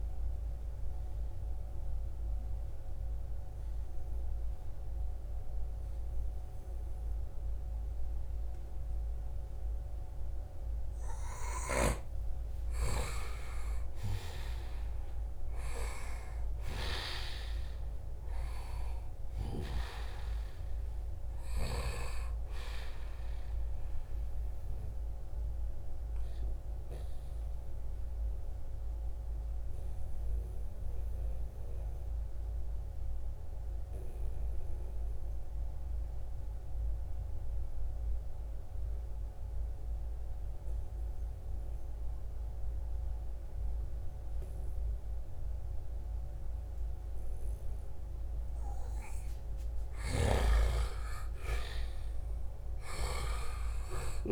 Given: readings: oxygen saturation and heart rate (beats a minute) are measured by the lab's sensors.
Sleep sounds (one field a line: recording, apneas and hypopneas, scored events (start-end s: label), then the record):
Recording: breathing in sleep by a room microphone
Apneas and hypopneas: 2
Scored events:
0.50-11.50 s: obstructive apnea (oxygen 95% before, 88% lowest, heart rate 78 before, 71 extreme, up 5 after)
2.50-35.50 s: oxygen desaturation (device-marked, oxygen 94% before, 88% lowest, heart rate 78 before, 68 extreme)
11.00-21.50 s: snoring (device-marked)
12.50-17.50 s: arousal
23.50-49.00 s: obstructive apnea (oxygen 94% before, 88% lowest, heart rate 74 before, 68 extreme, up 6 after)
49.00-54.32 s: snoring (device-marked)
50.50-54.32 s: arousal
50.50-54.32 s: oxygen desaturation (device-marked, oxygen 96% before, 88% lowest, heart rate 70 before, 65 extreme)
From the record:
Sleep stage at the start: N2 (light sleep)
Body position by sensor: on the right side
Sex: male